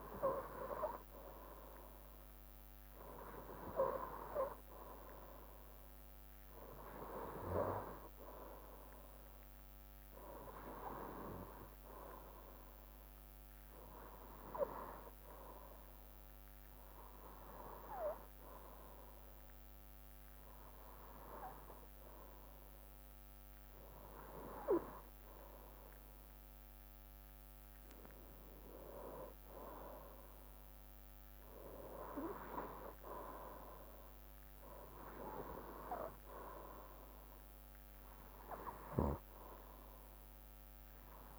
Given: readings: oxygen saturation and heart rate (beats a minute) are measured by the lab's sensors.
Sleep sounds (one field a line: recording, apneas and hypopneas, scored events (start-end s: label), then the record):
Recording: breathing in sleep by a microphone on the trachea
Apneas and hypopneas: none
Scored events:
23.50-37.50 s: drop in pulse transit time (device-marked, heart rate 66 before, 63 extreme)
From the record:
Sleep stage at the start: N3 (deep sleep)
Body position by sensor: on the right side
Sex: male